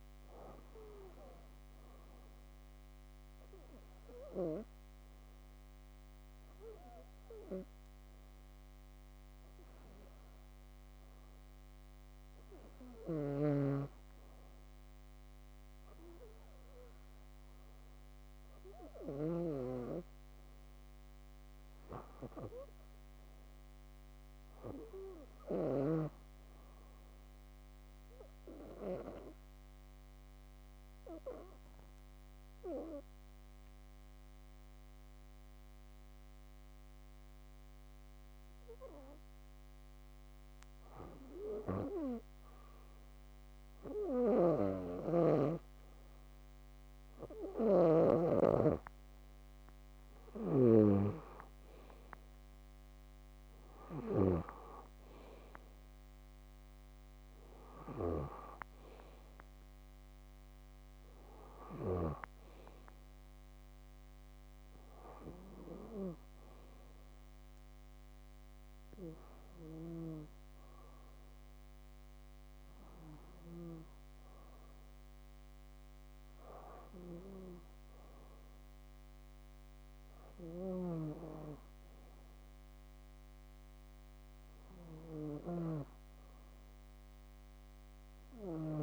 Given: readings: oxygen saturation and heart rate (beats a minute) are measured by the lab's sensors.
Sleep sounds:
breathing in sleep by a microphone on the trachea; 2
1.00-13.50 s: hypopnea (oxygen 97% before, 93% lowest, heart rate 64 before, 62 extreme, up 2 after)
12.50-19.00 s: snoring (device-marked)
28.50-41.50 s: obstructive apnea (oxygen 96% before, 93% lowest, heart rate 64 before, 60 extreme, up 3 after)
45.00-50.00 s: arousal
47.00-50.50 s: snoring (device-marked)
57.00-75.00 s: oxygen desaturation (device-marked, oxygen 96% before, 93% lowest, heart rate 63 before, 60 extreme)
From the record:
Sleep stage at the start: REM sleep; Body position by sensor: on the back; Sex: female

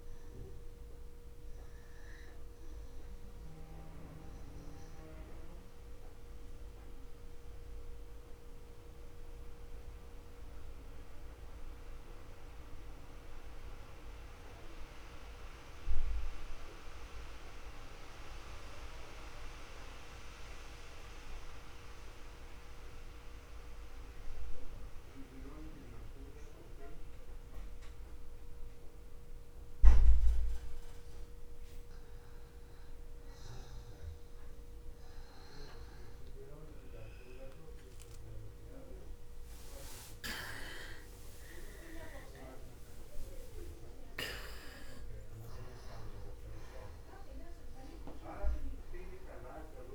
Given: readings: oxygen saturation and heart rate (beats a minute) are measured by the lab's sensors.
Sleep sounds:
breathing in sleep by a room microphone; 1
0.00-22.00 s: oxygen desaturation (device-marked, oxygen 86% lowest, heart rate 54 extreme)
7.50-34.00 s: mixed apnea (oxygen 97% before, 85% lowest, heart rate 59 before, 57 extreme, up 1 after)
38.00-42.50 s: arousal
40.00-49.95 s: oxygen desaturation (device-marked, oxygen 98% before, 85% lowest, heart rate 65 before, 47 extreme)
From the record:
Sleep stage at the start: N2 (light sleep); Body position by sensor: on the back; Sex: male

